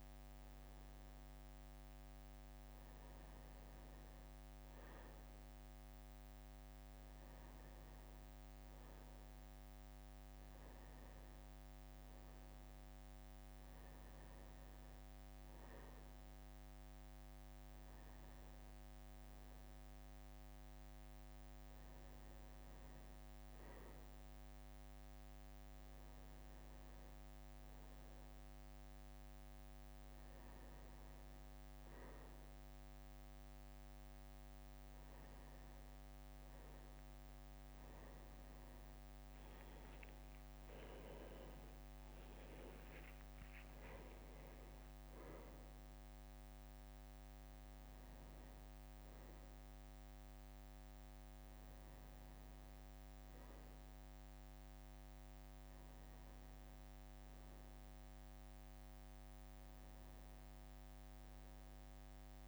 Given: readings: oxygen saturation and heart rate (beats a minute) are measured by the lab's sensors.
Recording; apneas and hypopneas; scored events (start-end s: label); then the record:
a person awake in a sleep study, hard to hear, by a microphone on the trachea; none
40.00-42.00 s: long interval between heartbeats (device-marked, heart rate 63 before, 92 extreme)
42.00-45.00 s: leg movement (device-marked)
49.50-62.48 s: new sleep stage, N1 (lightest sleep)
From the record:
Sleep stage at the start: awake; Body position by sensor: on the back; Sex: male